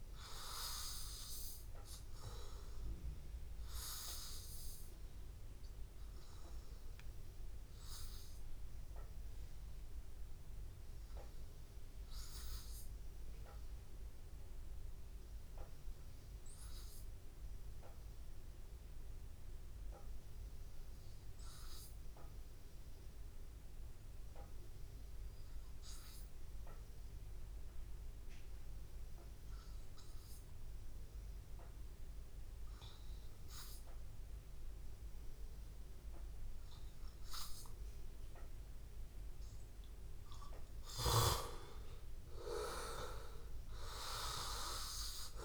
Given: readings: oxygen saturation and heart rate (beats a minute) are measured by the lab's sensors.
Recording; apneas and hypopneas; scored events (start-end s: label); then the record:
breathing in sleep by a room microphone; 1
0.00-13.00 s: oxygen desaturation (device-marked, oxygen 91% lowest, heart rate 77 extreme)
12.00-33.00 s: obstructive apnea (oxygen 95% before, 89% lowest, heart rate 84 before, 77 extreme, up 0 after)
29.00-45.45 s: oxygen desaturation (device-marked, oxygen 97% before, 89% lowest, heart rate 83 before, 77 extreme)
35.00-39.00 s: arousal
35.00-45.45 s: new sleep stage, N1 (lightest sleep)
From the record:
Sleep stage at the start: N2 (light sleep); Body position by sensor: on the back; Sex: male